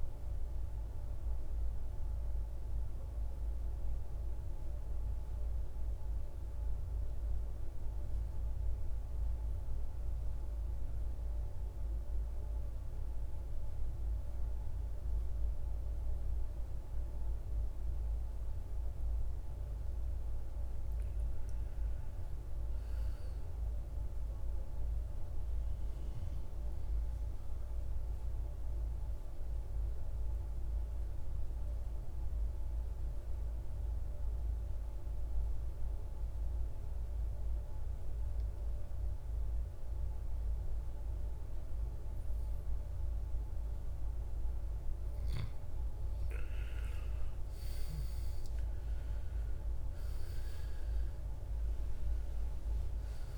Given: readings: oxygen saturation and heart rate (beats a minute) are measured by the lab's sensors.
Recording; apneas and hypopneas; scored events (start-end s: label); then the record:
breathing in sleep, hard to hear, by a room microphone; 2
0.00-4.50 s: oxygen desaturation (device-marked, oxygen 83% lowest, heart rate 54 extreme)
0.50-12.50 s: central apnea (oxygen 96% before, 86% lowest, heart rate 67 before, 54 extreme, up 1 after)
14.00-19.00 s: arousal
23.50-41.50 s: oxygen desaturation (device-marked, oxygen 99% before, 92% lowest, heart rate 55 before, 54 extreme)
31.50-44.00 s: obstructive apnea (oxygen 100% before, 83% lowest, heart rate 56 before, 54 extreme, up 11 after)
47.50-51.50 s: arousal
From the record:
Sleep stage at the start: N2 (light sleep); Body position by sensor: on the back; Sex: male